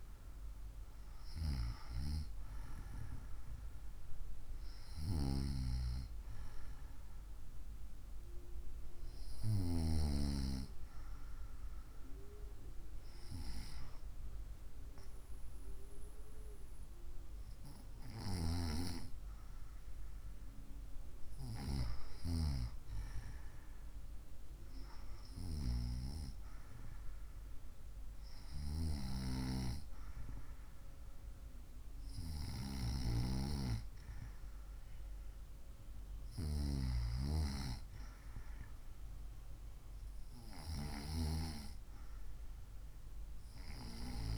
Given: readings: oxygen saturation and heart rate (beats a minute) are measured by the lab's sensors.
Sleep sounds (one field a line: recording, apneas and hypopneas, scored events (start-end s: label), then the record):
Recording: breathing in sleep by a room microphone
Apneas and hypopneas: none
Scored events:
none scored
From the record:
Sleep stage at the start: N2 (light sleep)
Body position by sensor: on the right side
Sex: female